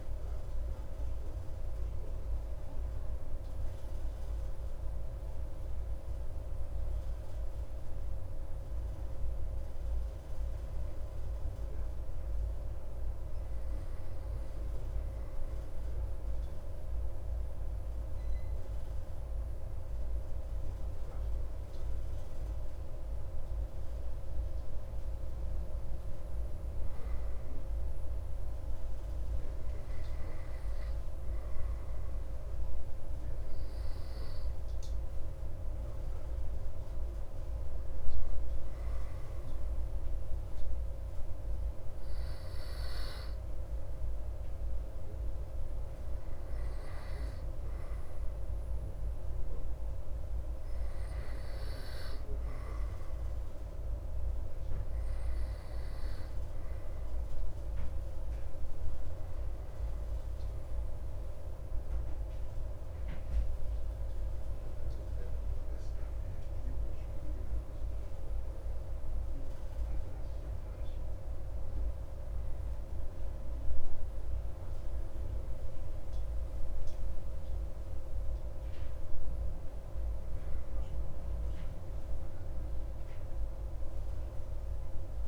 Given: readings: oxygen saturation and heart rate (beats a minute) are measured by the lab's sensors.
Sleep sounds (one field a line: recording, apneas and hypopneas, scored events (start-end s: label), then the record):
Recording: breathing in sleep, hard to hear, by a room microphone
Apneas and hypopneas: none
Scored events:
none scored
From the record:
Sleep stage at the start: N2 (light sleep)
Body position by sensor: on the back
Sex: male